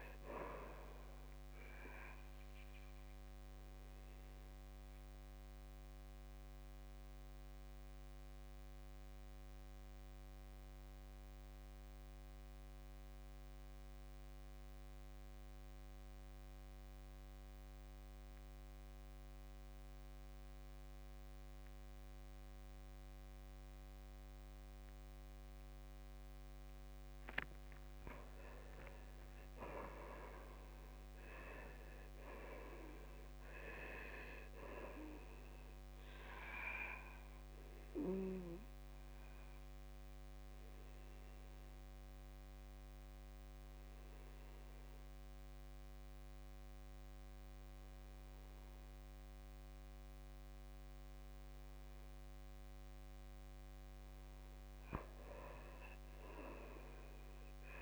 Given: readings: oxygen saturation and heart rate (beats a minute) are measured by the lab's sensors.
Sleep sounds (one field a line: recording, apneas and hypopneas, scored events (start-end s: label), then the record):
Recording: breathing in sleep by a microphone on the trachea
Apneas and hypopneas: 2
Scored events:
0.00-15.50 s: oxygen desaturation (device-marked, oxygen 82% lowest, heart rate 54 extreme)
2.50-26.00 s: obstructive apnea (oxygen 97% before, 82% lowest, heart rate 64 before, 54 extreme, up 14 after)
28.00-31.00 s: arousal
28.50-52.50 s: oxygen desaturation (device-marked, oxygen 98% before, 84% lowest, heart rate 56 before, 55 extreme)
37.00-53.50 s: obstructive apnea (oxygen 98% before, 81% lowest, heart rate 60 before, 55 extreme, up 10 after)
55.00-57.82 s: arousal
From the record:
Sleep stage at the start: N2 (light sleep)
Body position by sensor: on the back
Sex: male